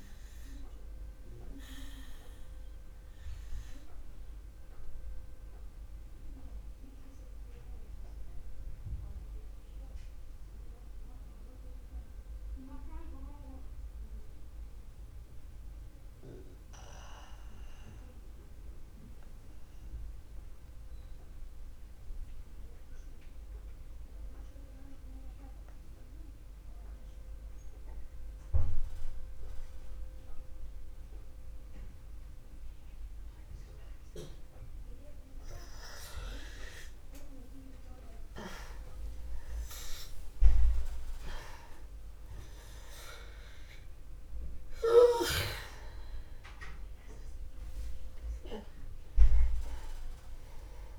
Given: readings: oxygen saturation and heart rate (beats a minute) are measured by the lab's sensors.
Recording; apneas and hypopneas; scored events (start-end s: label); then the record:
breathing in sleep by a room microphone; 1
0.00-21.00 s: oxygen desaturation (device-marked, oxygen 83% lowest, heart rate 36 extreme)
4.00-36.50 s: mixed apnea (oxygen 96% before, 83% lowest, heart rate 52 before, 46 extreme, up 16 after)
37.00-50.99 s: oxygen desaturation (device-marked, oxygen 98% before, 83% lowest, heart rate 53 before, 52 extreme)
38.00-41.50 s: arousal
From the record:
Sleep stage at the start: N2 (light sleep); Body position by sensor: on the back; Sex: male